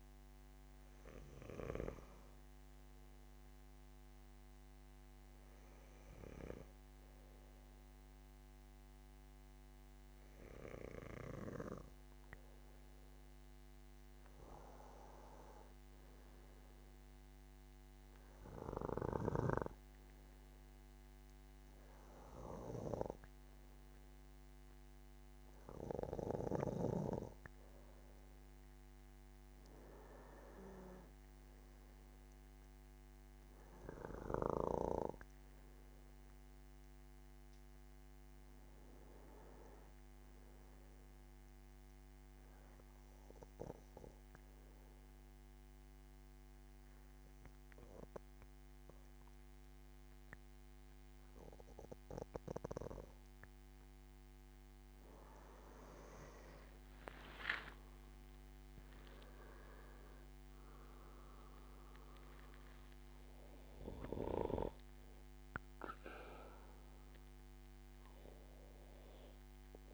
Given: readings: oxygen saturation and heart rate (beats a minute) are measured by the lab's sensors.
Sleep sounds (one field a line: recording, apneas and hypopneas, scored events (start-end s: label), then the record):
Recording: breathing in sleep by a microphone on the trachea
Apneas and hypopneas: 1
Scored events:
42.00-54.00 s: obstructive apnea (oxygen 98% before, 91% lowest, heart rate 82 before, 79 extreme, up 5 after)
57.00-62.00 s: arousal
58.00-69.94 s: oxygen desaturation (device-marked, oxygen 96% before, 93% lowest, heart rate 83 before, 77 extreme)
From the record:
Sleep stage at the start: N2 (light sleep)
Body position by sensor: on the back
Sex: male